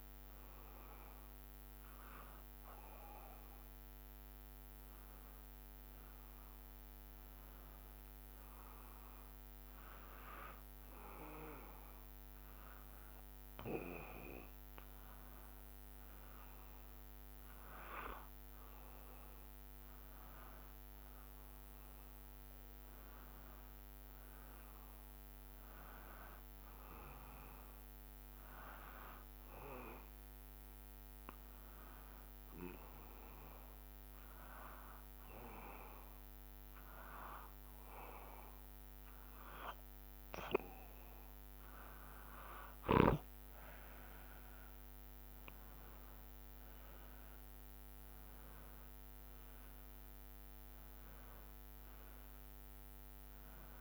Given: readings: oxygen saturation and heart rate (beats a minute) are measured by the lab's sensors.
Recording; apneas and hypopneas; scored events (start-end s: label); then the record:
breathing in sleep by a microphone on the trachea; 1
0.00-9.00 s: drop in pulse transit time (device-marked, heart rate 65 extreme)
21.50-25.50 s: arousal
31.50-42.00 s: hypopnea (oxygen 95% before, 90% lowest, heart rate 66 before, 64 extreme, up 3 after)
44.50-49.00 s: arousal
45.00-53.81 s: drop in pulse transit time (device-marked, heart rate 66 before, 66 extreme)
From the record:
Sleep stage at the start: N2 (light sleep); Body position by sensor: on the back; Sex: male